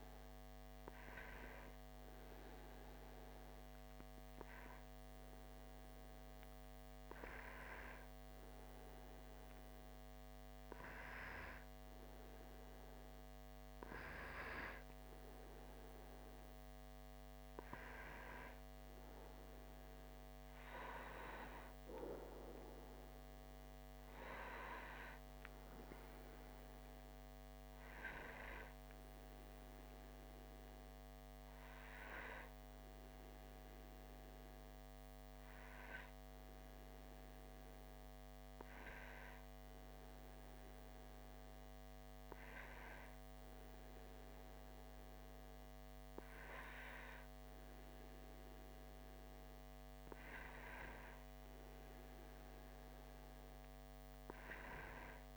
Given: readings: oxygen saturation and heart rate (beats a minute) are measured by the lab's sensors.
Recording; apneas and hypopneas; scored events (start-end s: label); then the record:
breathing in sleep by a microphone on the trachea; 1
0.50-17.50 s: hypopnea (oxygen 95% before, 94% lowest)
19.00-23.50 s: arousal
From the record:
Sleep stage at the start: N2 (light sleep); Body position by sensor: on the back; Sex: male